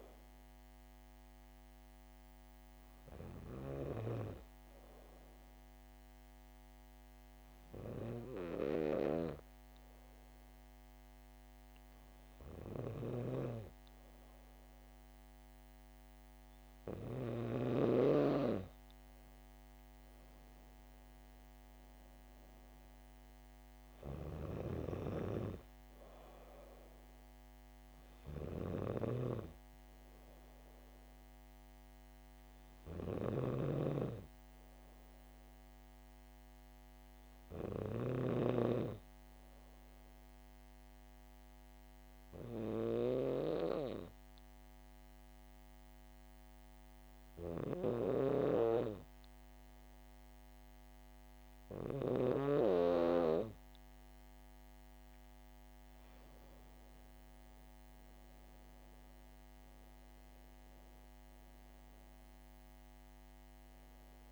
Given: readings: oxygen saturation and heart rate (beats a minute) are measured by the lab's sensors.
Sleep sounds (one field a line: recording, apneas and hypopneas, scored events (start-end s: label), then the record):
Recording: breathing in sleep by a microphone on the trachea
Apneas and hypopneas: 2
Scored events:
4.00-16.50 s: hypopnea (oxygen 100% before, 93% lowest, heart rate 66 before, 64 extreme, up 3 after)
19.50-23.00 s: arousal
28.50-38.00 s: snoring (device-marked)
39.50-53.50 s: hypopnea (oxygen 97% before, 93% lowest, heart rate 66 before, 64 extreme, up 6 after)
55.00-58.00 s: arousal
60.50-64.32 s: oxygen desaturation (device-marked, oxygen 97% before, 93% lowest, heart rate 67 before, 66 extreme)
From the record:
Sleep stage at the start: N2 (light sleep)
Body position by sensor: on the back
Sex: female